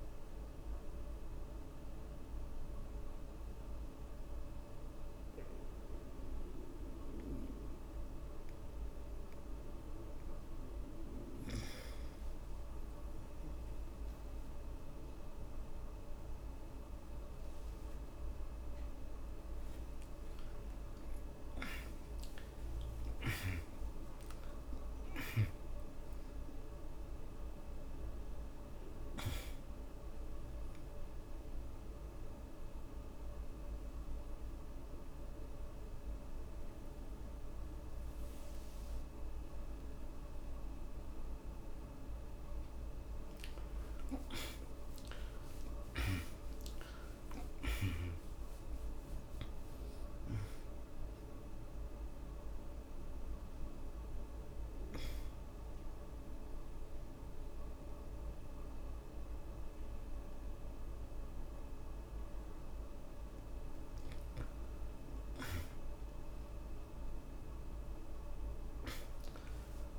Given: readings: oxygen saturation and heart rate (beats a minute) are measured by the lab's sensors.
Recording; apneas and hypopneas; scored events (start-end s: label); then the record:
breathing in sleep by a room microphone; 3
1.50-20.00 s: mixed apnea (oxygen 93% before, 68% lowest, heart rate 61 before, 35 extreme, up 42 after)
6.50-20.50 s: oxygen desaturation (device-marked, oxygen 92% before, 73% lowest, heart rate 60 before, 48 extreme)
21.50-26.00 s: arousal
25.50-42.50 s: oxygen desaturation (device-marked, oxygen 95% before, 70% lowest, heart rate 71 before, 35 extreme)
30.00-42.00 s: obstructive apnea (oxygen 95% before, 68% lowest, heart rate 81 before, 35 extreme, up 40 after)
45.00-49.50 s: arousal
52.50-67.50 s: oxygen desaturation (device-marked, oxygen 90% before, 68% lowest, heart rate 76 before, 35 extreme)
53.50-64.50 s: obstructive apnea (oxygen 95% before, 68% lowest, heart rate 76 before, 35 extreme, up 35 after)
67.00-69.98 s: arousal
From the record:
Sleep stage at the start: N2 (light sleep); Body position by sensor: on the back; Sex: male